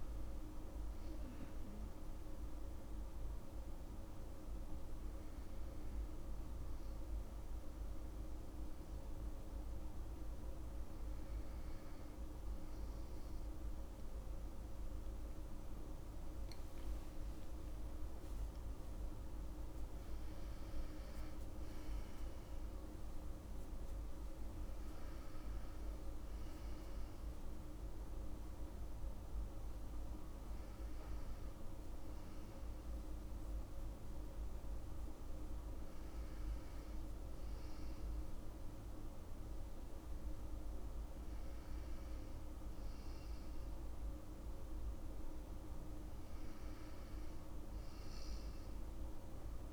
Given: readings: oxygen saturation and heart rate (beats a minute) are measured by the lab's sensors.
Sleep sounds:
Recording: a person awake in a sleep study, hard to hear, by a room microphone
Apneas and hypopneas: none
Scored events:
none scored
From the record:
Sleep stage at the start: awake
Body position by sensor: on the back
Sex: female

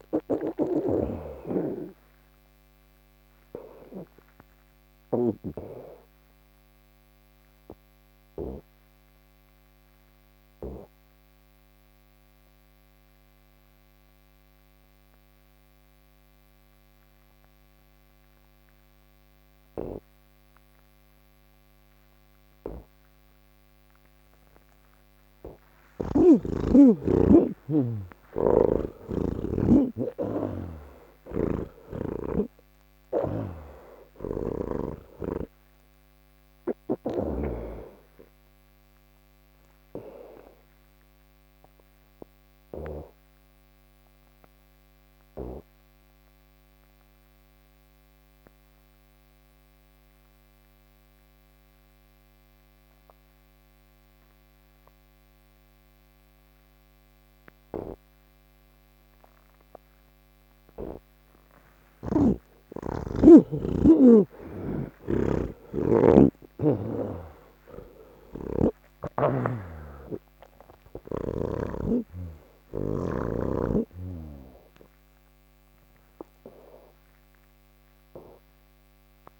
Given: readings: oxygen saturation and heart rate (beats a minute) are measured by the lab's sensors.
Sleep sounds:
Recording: breathing in sleep by a microphone on the trachea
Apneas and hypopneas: none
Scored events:
0.00-1.00 s: snoring (device-marked)
8.00-26.00 s: oxygen desaturation (device-marked, oxygen 85% before, 80% lowest, heart rate 103 before, 74 extreme)
21.00-79.40 s: new sleep stage, N2 (light sleep)
28.00-34.50 s: snoring (device-marked)
64.00-68.50 s: snoring (device-marked)
69.00-79.40 s: oxygen desaturation (device-marked, oxygen 91% before, 82% lowest, heart rate 86 before, 71 extreme)
From the record:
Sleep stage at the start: N1 (lightest sleep)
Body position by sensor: on the back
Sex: male

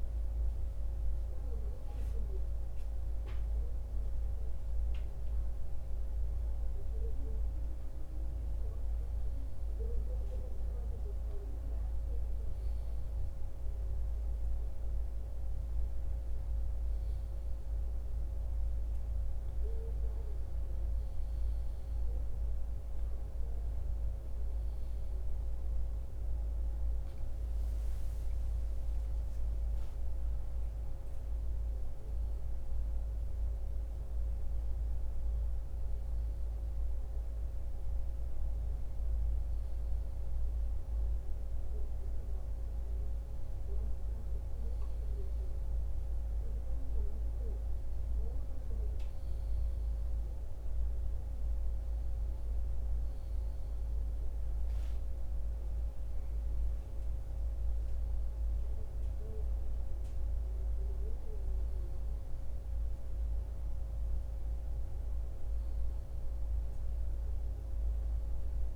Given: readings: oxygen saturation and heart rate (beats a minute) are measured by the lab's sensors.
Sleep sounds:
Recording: breathing in sleep, hard to hear, by a room microphone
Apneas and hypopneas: none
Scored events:
23.50-28.50 s: arousal
From the record:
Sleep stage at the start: N1 (lightest sleep)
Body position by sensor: on the back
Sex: male

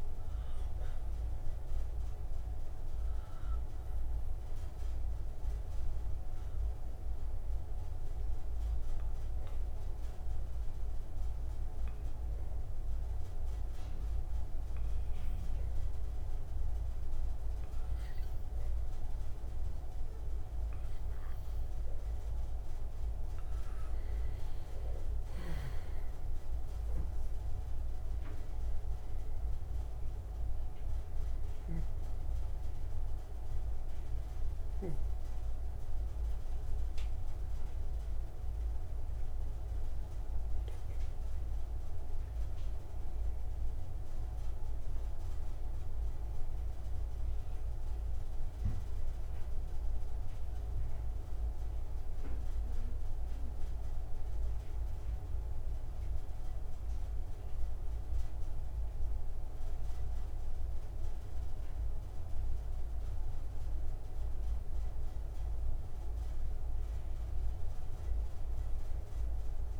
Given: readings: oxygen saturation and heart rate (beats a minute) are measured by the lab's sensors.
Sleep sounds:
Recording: breathing in sleep, hard to hear, by a room microphone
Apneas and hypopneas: 1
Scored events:
7.50-20.50 s: obstructive apnea (oxygen 96% before, 93% lowest)
23.50-26.50 s: arousal
From the record:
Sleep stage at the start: N2 (light sleep)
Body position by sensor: on the right side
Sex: male

